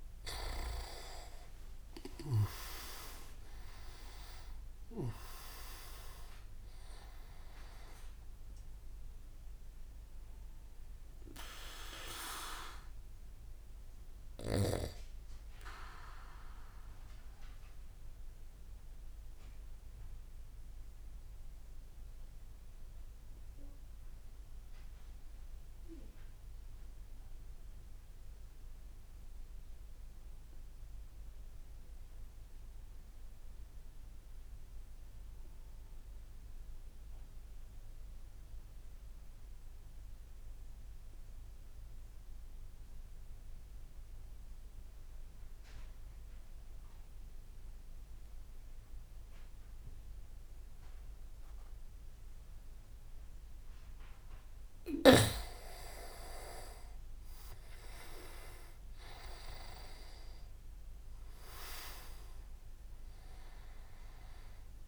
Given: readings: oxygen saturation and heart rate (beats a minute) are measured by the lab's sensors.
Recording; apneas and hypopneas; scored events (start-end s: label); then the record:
breathing in sleep by a room microphone; 1
0.00-4.00 s: arousal
0.00-13.50 s: oxygen desaturation (device-marked, oxygen 94% lowest)
1.00-4.50 s: leg movement (device-marked)
11.50-54.50 s: obstructive apnea (oxygen 98% before, 93% lowest)
46.50-64.88 s: oxygen desaturation (device-marked, oxygen 99% before, 93% lowest)
56.50-60.50 s: arousal
From the record:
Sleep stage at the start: N2 (light sleep); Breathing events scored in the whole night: 310 in 5.2 hours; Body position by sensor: on the back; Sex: male